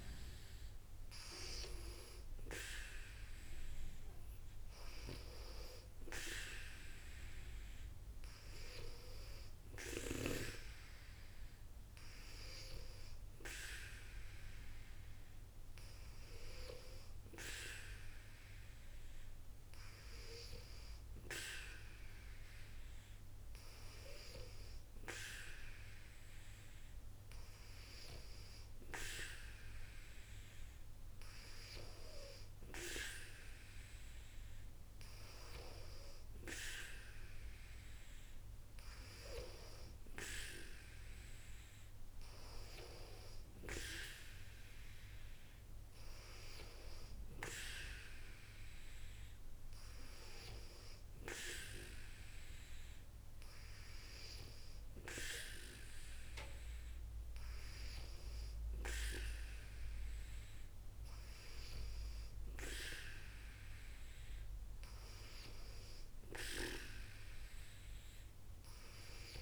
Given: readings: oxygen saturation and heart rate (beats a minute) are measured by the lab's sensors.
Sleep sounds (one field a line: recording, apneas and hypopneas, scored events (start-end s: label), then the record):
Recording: breathing in sleep by a room microphone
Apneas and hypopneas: none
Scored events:
none scored
From the record:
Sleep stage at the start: N2 (light sleep)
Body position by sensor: on the back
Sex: female